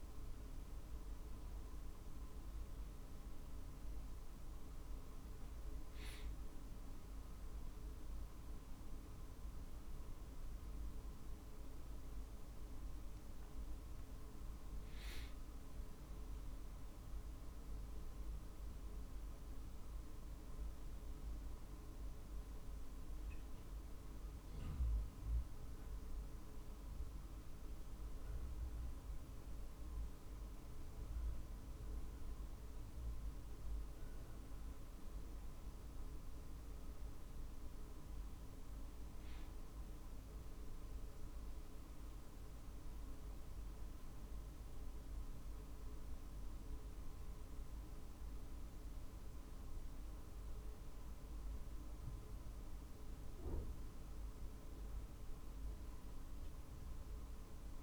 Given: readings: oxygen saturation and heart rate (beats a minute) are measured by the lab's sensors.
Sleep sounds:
a person awake in a sleep study, hard to hear, by a room microphone; none
13.00-16.50 s: arousal
15.50-27.50 s: drop in pulse transit time (device-marked, heart rate 49 before, 50 extreme)
From the record:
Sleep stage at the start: awake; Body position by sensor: on the back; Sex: male

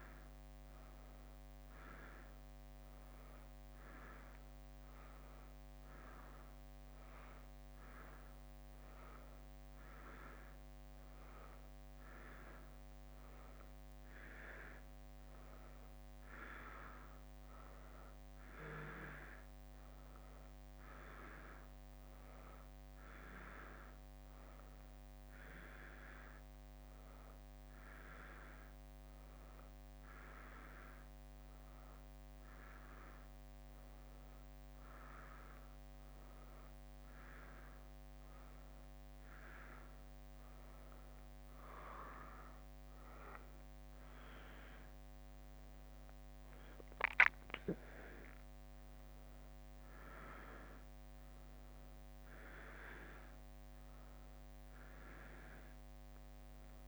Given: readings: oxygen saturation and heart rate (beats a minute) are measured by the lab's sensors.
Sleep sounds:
a person awake in a sleep study, by a microphone on the trachea; none
17.00-24.50 s: leg movement (device-marked)
46.00-56.88 s: drop in pulse transit time (device-marked, heart rate 64 before, 63 extreme)
From the record:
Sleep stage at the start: awake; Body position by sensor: on the right side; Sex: female

